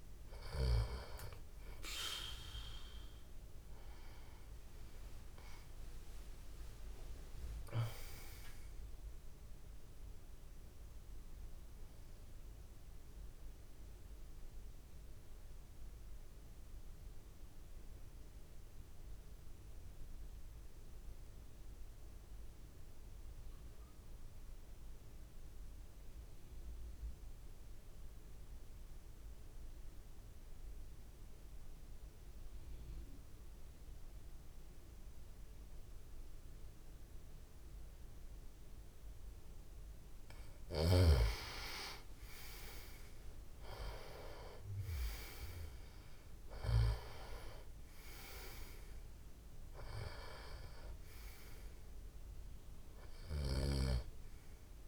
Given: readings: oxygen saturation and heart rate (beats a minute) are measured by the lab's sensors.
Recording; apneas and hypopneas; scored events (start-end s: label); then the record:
breathing in sleep by a room microphone; 1
0.00-16.00 s: oxygen desaturation (device-marked, oxygen 89% lowest)
10.50-39.00 s: obstructive apnea (oxygen 97% before, 88% lowest)
34.00-54.88 s: oxygen desaturation (device-marked, oxygen 98% before, 88% lowest)
40.50-47.00 s: snoring (device-marked)
41.50-45.50 s: arousal
From the record:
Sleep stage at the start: N2 (light sleep); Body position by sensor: on the back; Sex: male